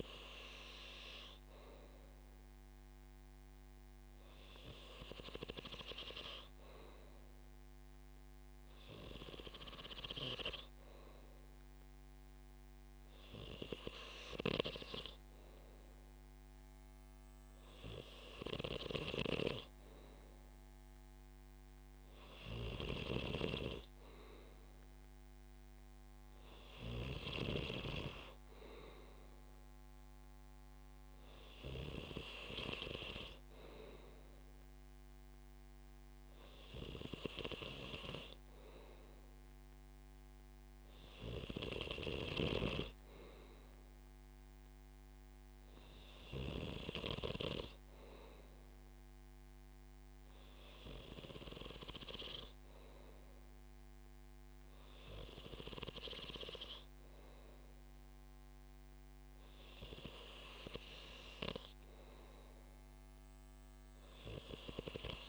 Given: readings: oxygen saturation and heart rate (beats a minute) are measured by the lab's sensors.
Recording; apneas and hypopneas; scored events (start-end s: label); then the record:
breathing in sleep by a microphone on the trachea; none
none scored
From the record:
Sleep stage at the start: N2 (light sleep); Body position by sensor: on the back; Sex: male